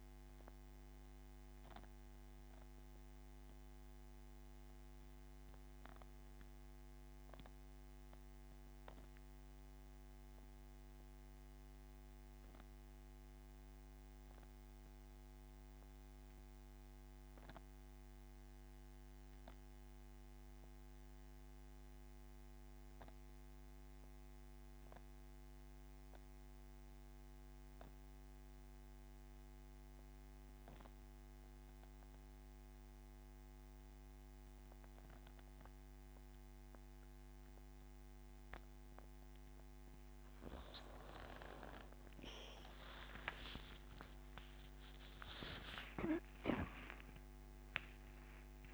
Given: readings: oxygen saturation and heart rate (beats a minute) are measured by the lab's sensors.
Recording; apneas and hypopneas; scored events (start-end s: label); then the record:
breathing in sleep by a microphone on the trachea; 1
0.00-14.00 s: oxygen desaturation (device-marked, oxygen 89% lowest)
0.50-39.00 s: central apnea (oxygen 97% before, 83% lowest)
16.00-28.00 s: oxygen desaturation (device-marked, oxygen 91% before, 83% lowest)
43.50-48.00 s: arousal
From the record:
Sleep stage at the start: N2 (light sleep); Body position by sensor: on the back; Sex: male